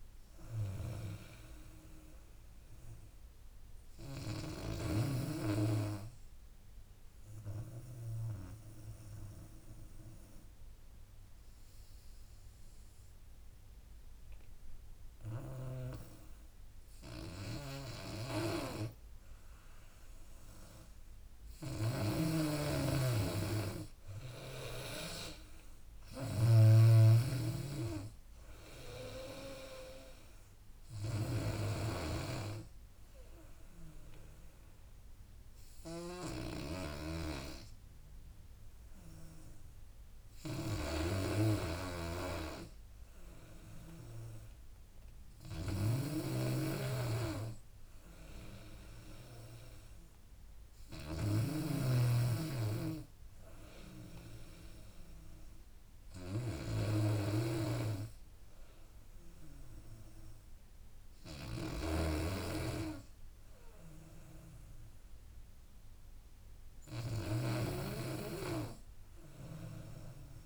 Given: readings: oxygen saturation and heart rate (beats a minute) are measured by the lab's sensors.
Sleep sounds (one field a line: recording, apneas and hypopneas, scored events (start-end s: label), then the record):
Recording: breathing in sleep by a room microphone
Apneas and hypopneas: 2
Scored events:
0.00-7.00 s: drop in pulse transit time (device-marked, heart rate 79 extreme)
1.00-14.00 s: oxygen desaturation (device-marked, oxygen 97% before, 92% lowest, heart rate 79 before, 69 extreme)
7.50-20.00 s: obstructive apnea (oxygen 97% before, 90% lowest, heart rate 83 before, 70 extreme, up 11 after)
22.00-26.50 s: snoring (device-marked)
23.00-25.50 s: arousal
26.00-36.00 s: drop in pulse transit time (device-marked, heart rate 74 before, 77 extreme)
26.00-46.00 s: oxygen desaturation (device-marked, oxygen 97% before, 90% lowest, heart rate 74 before, 70 extreme)
31.50-42.50 s: obstructive apnea (oxygen 97% before, 90% lowest, heart rate 75 before, 71 extreme, up 3 after)
36.00-70.46 s: snoring (device-marked)
46.00-49.50 s: arousal
From the record:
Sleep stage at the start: N2 (light sleep)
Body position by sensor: on the back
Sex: female